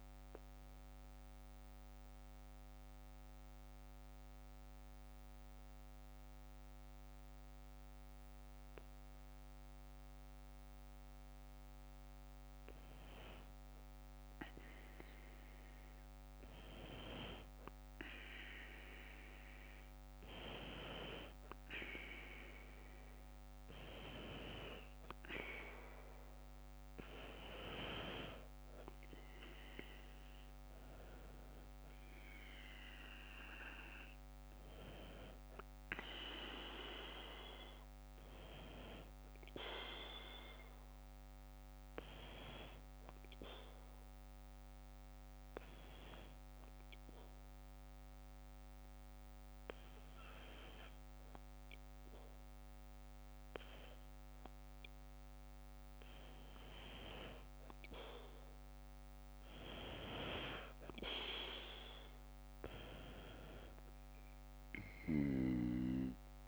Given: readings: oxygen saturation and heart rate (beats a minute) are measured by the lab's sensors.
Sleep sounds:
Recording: breathing in sleep by a microphone on the trachea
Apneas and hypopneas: 2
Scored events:
0.00-4.50 s: oxygen desaturation (device-marked, oxygen 89% lowest, heart rate 52 extreme)
0.50-13.00 s: mixed apnea (oxygen 100% before, 91% lowest, heart rate 56 before, 52 extreme, up 2 after)
15.50-19.00 s: arousal
20.50-43.50 s: oxygen desaturation (device-marked, oxygen 99% before, 94% lowest, heart rate 53 before, 50 extreme)
44.00-57.00 s: hypopnea (oxygen 99% before, 92% lowest, heart rate 55 before, 50 extreme, up 10 after)
58.50-62.50 s: arousal
From the record:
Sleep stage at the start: N2 (light sleep)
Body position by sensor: on the back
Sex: female

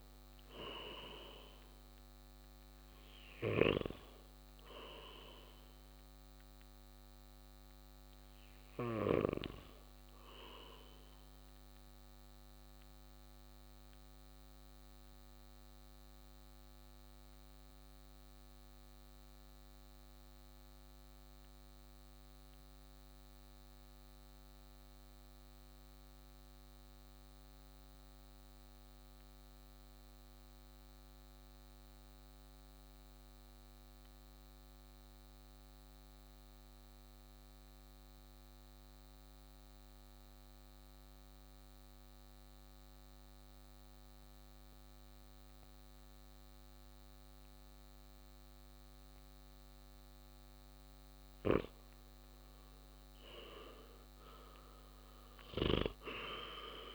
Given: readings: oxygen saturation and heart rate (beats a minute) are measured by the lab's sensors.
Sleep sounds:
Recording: breathing in sleep by a microphone on the trachea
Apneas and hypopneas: 1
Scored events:
0.00-4.00 s: snoring (device-marked)
0.00-27.00 s: oxygen desaturation (device-marked, oxygen 89% lowest, heart rate 55 extreme)
12.00-50.00 s: mixed apnea (oxygen 98% before, 88% lowest, heart rate 61 before, 55 extreme, up 6 after)
40.00-56.95 s: oxygen desaturation (device-marked, oxygen 99% before, 89% lowest, heart rate 57 before, 55 extreme)
52.00-56.00 s: arousal
From the record:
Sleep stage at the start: N2 (light sleep)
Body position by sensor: on the right side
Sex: male

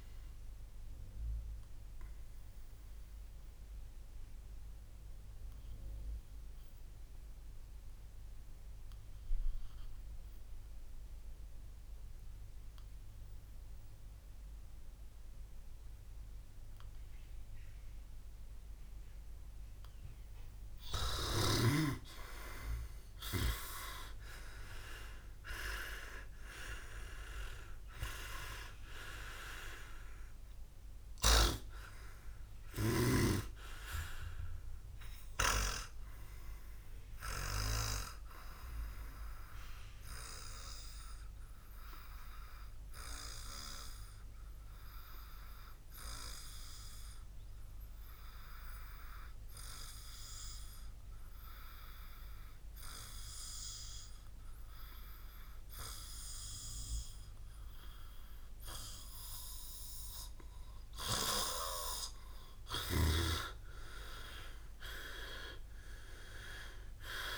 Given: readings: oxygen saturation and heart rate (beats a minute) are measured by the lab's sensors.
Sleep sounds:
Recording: breathing in sleep by a room microphone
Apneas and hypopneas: 2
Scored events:
0.00-6.50 s: oxygen desaturation (device-marked, oxygen 95% lowest, heart rate 58 extreme)
2.00-20.00 s: obstructive apnea (oxygen 100% before, 91% lowest, heart rate 69 before, 59 extreme, up 13 after)
12.50-21.50 s: oxygen desaturation (device-marked, oxygen 96% before, 93% lowest, heart rate 66 before, 59 extreme)
23.00-26.50 s: arousal
23.50-58.50 s: oxygen desaturation (device-marked, oxygen 100% before, 91% lowest, heart rate 60 before, 58 extreme)
38.00-62.50 s: obstructive apnea (oxygen 100% before, 91% lowest, heart rate 67 before, 58 extreme, up 13 after)
65.50-67.37 s: arousal
From the record:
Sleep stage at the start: N2 (light sleep)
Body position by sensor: on the back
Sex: male

